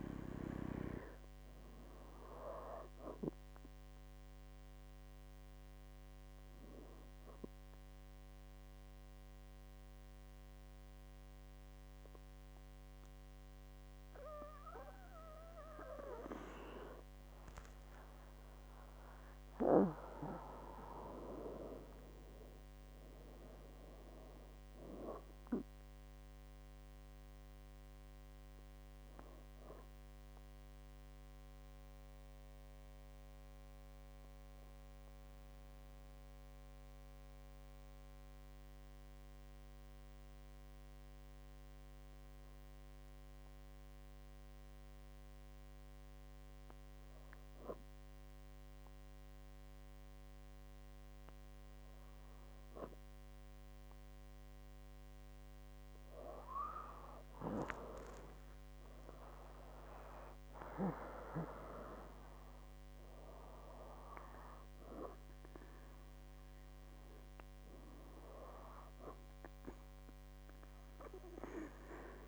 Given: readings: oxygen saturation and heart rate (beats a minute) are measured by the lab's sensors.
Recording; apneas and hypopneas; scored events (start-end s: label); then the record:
breathing in sleep by a microphone on the trachea; 2
6.50-17.50 s: obstructive apnea (oxygen 99% before, 97% lowest, heart rate 71 before, 63 extreme, up 18 after)
19.00-23.00 s: arousal
32.00-53.00 s: obstructive apnea (oxygen 98% before, 97% lowest, heart rate 72 before, 57 extreme, up 31 after)
58.50-63.50 s: arousal
From the record:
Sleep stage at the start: N2 (light sleep); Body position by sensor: on the back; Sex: female